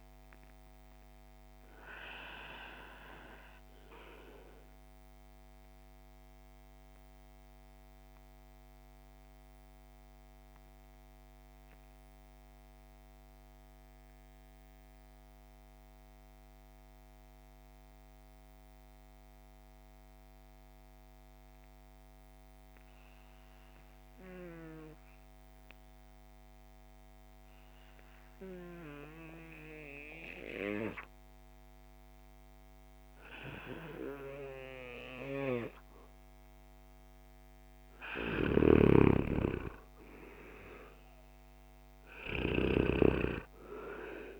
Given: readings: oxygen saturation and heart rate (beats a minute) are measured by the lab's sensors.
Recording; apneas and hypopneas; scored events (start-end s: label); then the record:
breathing in sleep by a microphone on the trachea; 1
0.00-25.00 s: oxygen desaturation (device-marked, oxygen 85% lowest)
2.00-36.50 s: mixed apnea (oxygen 98% before, 83% lowest)
34.00-44.39 s: oxygen desaturation (device-marked, oxygen 98% before, 83% lowest)
39.50-43.50 s: arousal
From the record:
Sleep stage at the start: N2 (light sleep); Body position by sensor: on the back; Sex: male